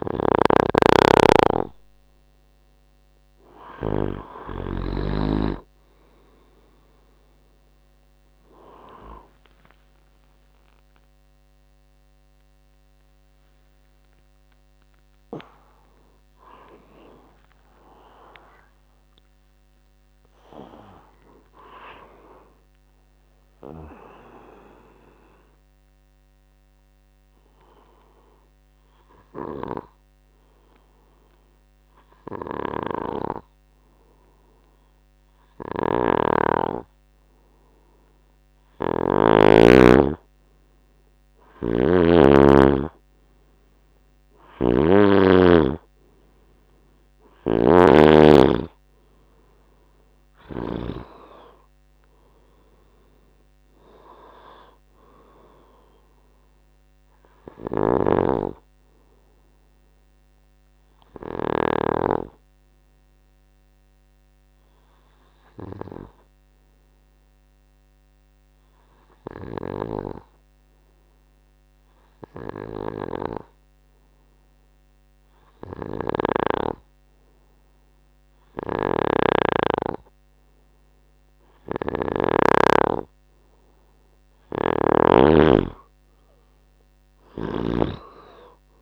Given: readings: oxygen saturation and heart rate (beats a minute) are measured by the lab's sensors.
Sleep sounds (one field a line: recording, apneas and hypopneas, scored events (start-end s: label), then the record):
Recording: breathing in sleep by a microphone on the trachea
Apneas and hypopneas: 2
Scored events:
0.00-5.00 s: snoring (device-marked)
10.50-88.82 s: new sleep stage, N2 (light sleep)
16.50-21.50 s: tachycardia (device-marked, heart rate 71 before, 104 extreme)
18.00-22.00 s: arousal
25.00-37.50 s: hypopnea (oxygen 95% before, 92% lowest, heart rate 88 before, 64 extreme, up 7 after)
35.50-39.50 s: snoring (device-marked)
41.00-45.00 s: arousal
41.50-51.00 s: snoring (device-marked)
50.50-78.50 s: oxygen desaturation (device-marked, oxygen 97% before, 92% lowest, heart rate 69 before, 60 extreme)
57.50-62.00 s: snoring (device-marked)
58.50-82.00 s: hypopnea (oxygen 97% before, 92% lowest, heart rate 73 before, 60 extreme, up 12 after)
78.50-88.00 s: snoring (device-marked)
86.50-88.82 s: arousal
From the record:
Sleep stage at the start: N3 (deep sleep)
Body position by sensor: on the right side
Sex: male